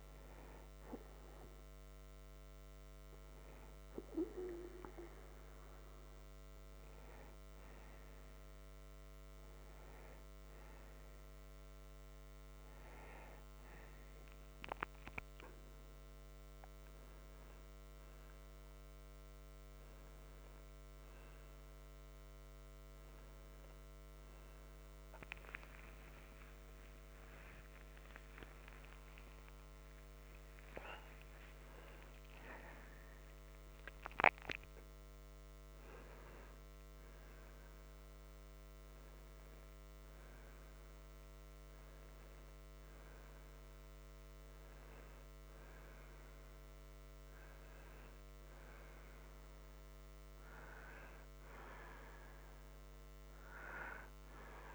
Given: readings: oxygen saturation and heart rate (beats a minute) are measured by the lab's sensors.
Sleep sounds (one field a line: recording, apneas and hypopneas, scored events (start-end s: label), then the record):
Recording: breathing in sleep by a microphone on the trachea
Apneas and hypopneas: none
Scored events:
27.50-34.00 s: arousal
From the record:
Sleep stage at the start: N2 (light sleep)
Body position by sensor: on the right side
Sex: male